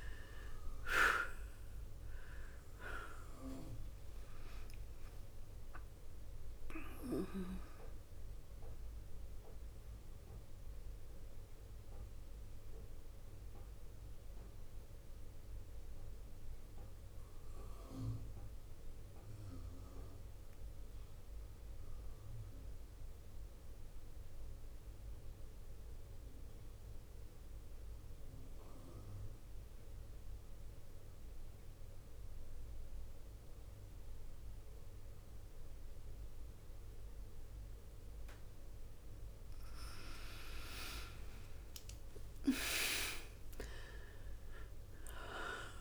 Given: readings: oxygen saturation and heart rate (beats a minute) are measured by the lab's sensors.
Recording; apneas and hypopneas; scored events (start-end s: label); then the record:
breathing in sleep by a room microphone; 1
0.00-24.50 s: oxygen desaturation (device-marked, oxygen 82% lowest, heart rate 54 extreme)
9.50-39.00 s: mixed apnea (oxygen 98% before, 82% lowest, heart rate 65 before, 54 extreme, up 6 after)
39.50-45.81 s: oxygen desaturation (device-marked, oxygen 100% before, 85% lowest, heart rate 58 before, 53 extreme)
40.00-43.50 s: arousal
From the record:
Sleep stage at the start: N2 (light sleep); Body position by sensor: on the back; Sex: female